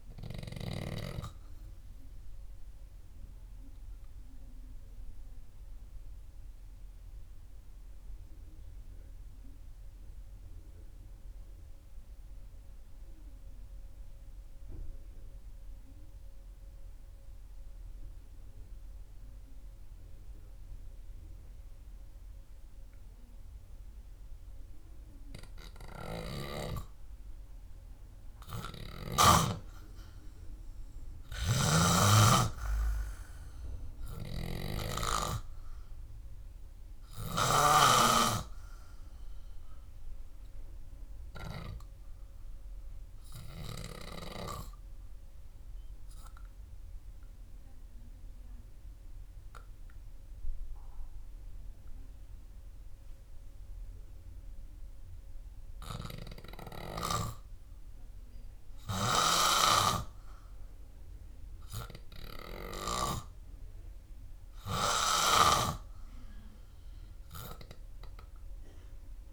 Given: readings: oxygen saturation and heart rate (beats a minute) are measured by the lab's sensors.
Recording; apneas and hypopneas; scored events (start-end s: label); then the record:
breathing in sleep by a room microphone; 2
0.00-14.00 s: oxygen desaturation (device-marked, oxygen 92% lowest, heart rate 63 extreme)
5.00-25.50 s: obstructive apnea (oxygen 98% before, 90% lowest, heart rate 65 before, 63 extreme, up 0 after)
21.00-31.00 s: oxygen desaturation (device-marked, oxygen 96% before, 93% lowest, heart rate 71 before, 63 extreme)
21.00-69.32 s: new sleep stage, N3 (deep sleep)
33.00-37.50 s: arousal
45.00-69.32 s: oxygen desaturation (device-marked, oxygen 99% before, 90% lowest, heart rate 66 before, 57 extreme)
47.00-57.00 s: obstructive apnea (oxygen 99% before, 90% lowest, heart rate 66 before, 61 extreme, up 0 after)
59.00-62.50 s: arousal
From the record:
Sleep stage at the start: N2 (light sleep); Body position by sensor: on the back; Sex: male